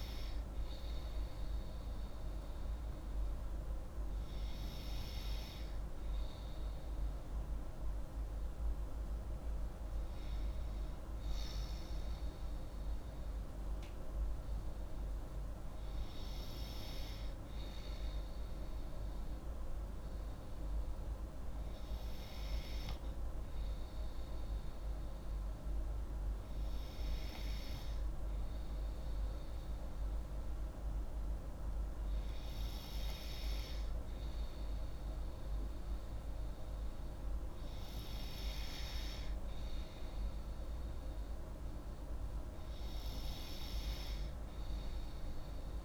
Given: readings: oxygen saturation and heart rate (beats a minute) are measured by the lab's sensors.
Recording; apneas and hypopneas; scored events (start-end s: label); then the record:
breathing in sleep, hard to hear, by a room microphone; none
none scored
From the record:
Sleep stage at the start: N2 (light sleep); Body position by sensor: on the left side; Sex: female